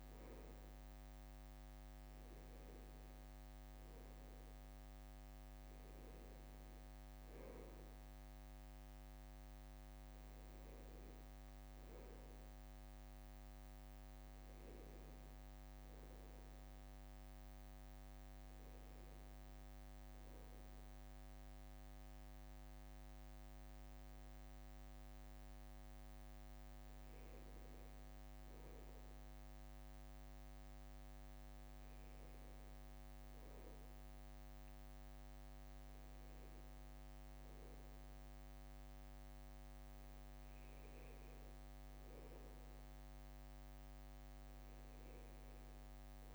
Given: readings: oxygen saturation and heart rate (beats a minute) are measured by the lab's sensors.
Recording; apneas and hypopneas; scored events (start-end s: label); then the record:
a person partly awake in a sleep study, hard to hear, by a microphone on the trachea; none
12.50-46.35 s: new sleep stage, N1 (lightest sleep)
21.50-46.35 s: bradycardia (device-marked, heart rate 62 before, 58 extreme)
From the record:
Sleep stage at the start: awake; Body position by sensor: on the back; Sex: male